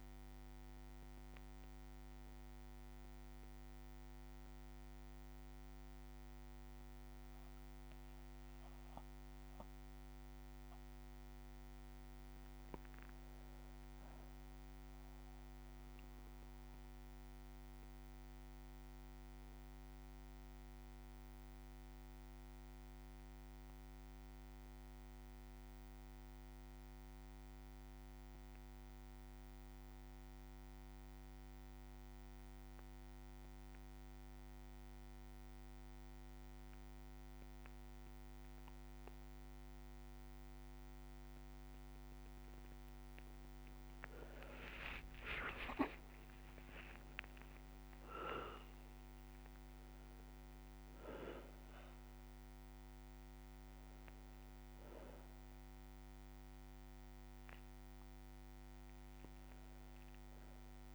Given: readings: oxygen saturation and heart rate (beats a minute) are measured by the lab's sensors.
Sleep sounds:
breathing in sleep, hard to hear, by a microphone on the trachea; 1
0.50-11.50 s: bradycardia (device-marked, heart rate 62 before, 56 extreme)
14.50-35.50 s: bradycardia (device-marked, heart rate 62 before, 57 extreme)
18.50-43.00 s: obstructive apnea (oxygen 99% before, 92% lowest, heart rate 60 before, 57 extreme)
36.50-60.95 s: oxygen desaturation (device-marked, oxygen 98% before, 92% lowest, heart rate 58 before, 58 extreme)
42.50-48.50 s: tachycardia (device-marked, heart rate 62 before, 126 extreme)
45.00-47.00 s: long interval between heartbeats (device-marked, heart rate 59 before, 84 extreme)
45.00-50.00 s: arousal
58.50-60.95 s: bradycardia (device-marked, heart rate 63 before, 58 extreme)
From the record:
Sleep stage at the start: N2 (light sleep); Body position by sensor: on the back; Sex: male

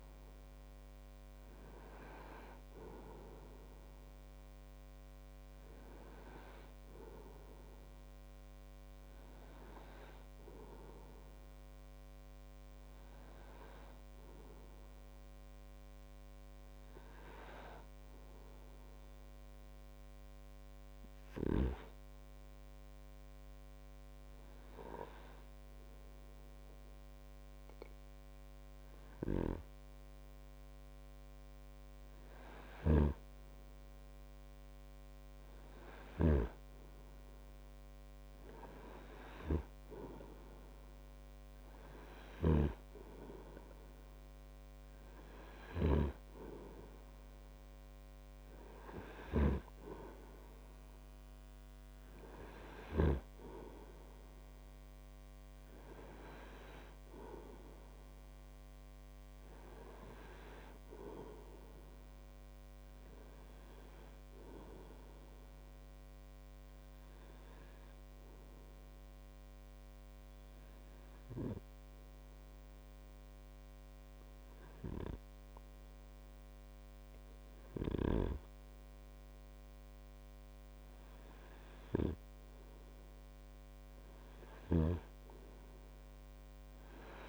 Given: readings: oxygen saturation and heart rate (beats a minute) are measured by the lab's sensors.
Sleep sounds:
breathing in sleep by a microphone on the trachea; 2
19.00-31.50 s: hypopnea (oxygen 97% before, 96% lowest)
33.00-53.50 s: snoring (device-marked)
34.50-37.50 s: arousal
68.00-81.50 s: obstructive apnea (oxygen 98% before, 96% lowest)
84.00-86.00 s: arousal
From the record:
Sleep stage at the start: N2 (light sleep); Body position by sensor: on the right side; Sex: male

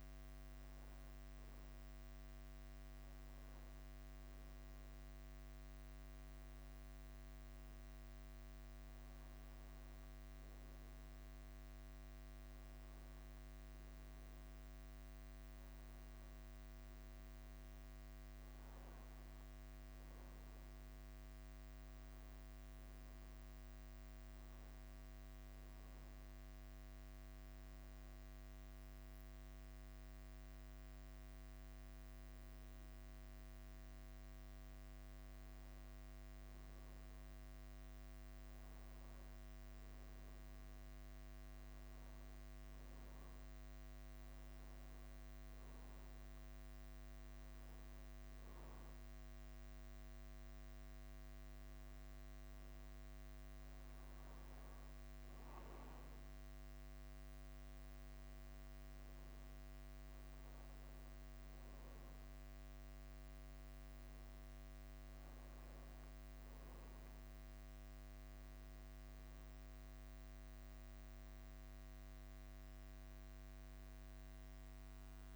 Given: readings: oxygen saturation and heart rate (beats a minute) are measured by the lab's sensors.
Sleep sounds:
breathing in sleep, hard to hear, by a microphone on the trachea; 1
0.00-75.36 s: bradycardia (device-marked, heart rate 45 extreme)
6.00-8.00 s: long interval between heartbeats (device-marked, heart rate 53 before, 54 extreme)
11.00-13.00 s: long interval between heartbeats (device-marked, heart rate 52 before, 46 extreme)
15.50-20.00 s: arousal
24.00-35.50 s: hypopnea (oxygen 98% before, 96% lowest, heart rate 51 before, 51 extreme, up 2 after)
44.00-48.00 s: arousal
From the record:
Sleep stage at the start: N2 (light sleep); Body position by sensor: on the back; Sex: male

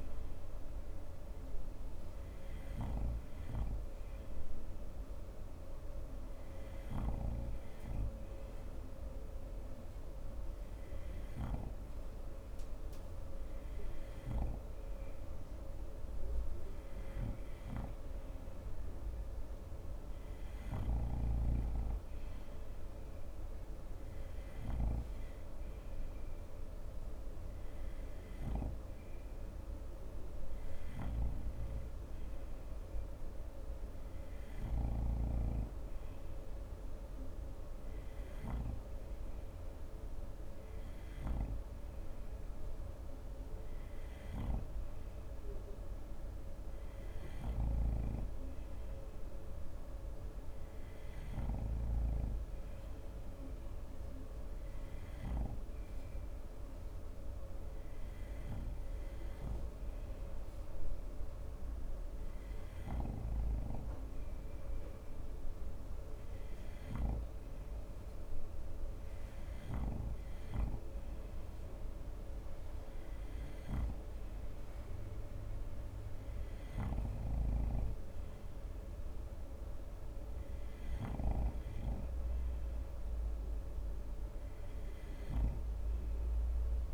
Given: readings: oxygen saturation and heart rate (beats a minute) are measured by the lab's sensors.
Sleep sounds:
breathing in sleep by a room microphone; none
none scored
From the record:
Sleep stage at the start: N2 (light sleep); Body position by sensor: on the front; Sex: male

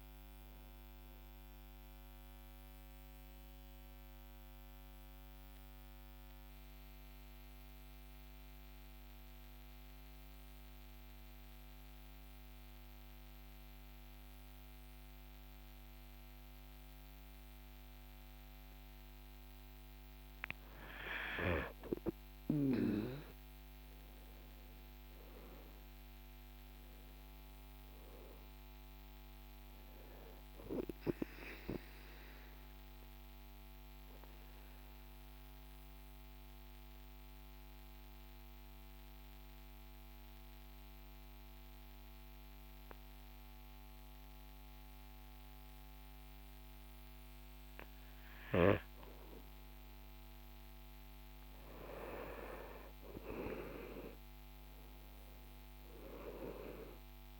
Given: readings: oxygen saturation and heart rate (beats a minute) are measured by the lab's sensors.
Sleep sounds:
breathing in sleep by a microphone on the trachea; 2
4.50-19.00 s: central apnea (oxygen 97% before, 93% lowest, heart rate 56 before, 47 extreme, up 18 after)
23.00-27.50 s: arousal
23.50-28.50 s: oxygen desaturation (device-marked, oxygen 97% before, 94% lowest, heart rate 51 before, 47 extreme)
34.00-49.00 s: mixed apnea (oxygen 98% before, 92% lowest, heart rate 55 before, 47 extreme, up 14 after)
48.50-52.50 s: oxygen desaturation (device-marked, oxygen 96% before, 93% lowest, heart rate 51 before, 49 extreme)
53.50-57.40 s: arousal
From the record:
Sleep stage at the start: N2 (light sleep); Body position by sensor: on the back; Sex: male

